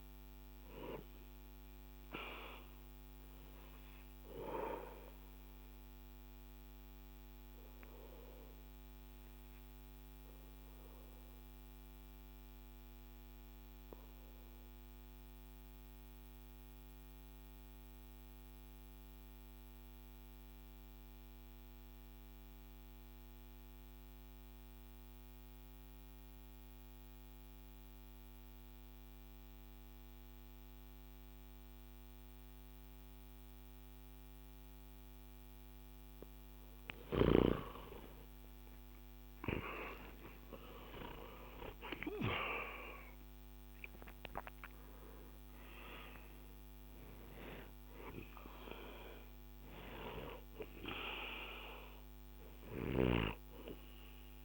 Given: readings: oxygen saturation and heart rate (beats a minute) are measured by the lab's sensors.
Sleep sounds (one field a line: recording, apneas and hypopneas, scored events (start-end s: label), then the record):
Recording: breathing in sleep by a microphone on the trachea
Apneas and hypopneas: 1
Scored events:
0.00-20.00 s: oxygen desaturation (device-marked, oxygen 88% lowest, heart rate 57 extreme)
5.00-34.50 s: obstructive apnea (oxygen 97% before, 88% lowest, heart rate 74 before, 57 extreme, up 17 after)
34.00-54.44 s: oxygen desaturation (device-marked, oxygen 99% before, 89% lowest, heart rate 61 before, 58 extreme)
36.50-42.00 s: arousal
From the record:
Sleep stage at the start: N2 (light sleep)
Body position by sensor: on the back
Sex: male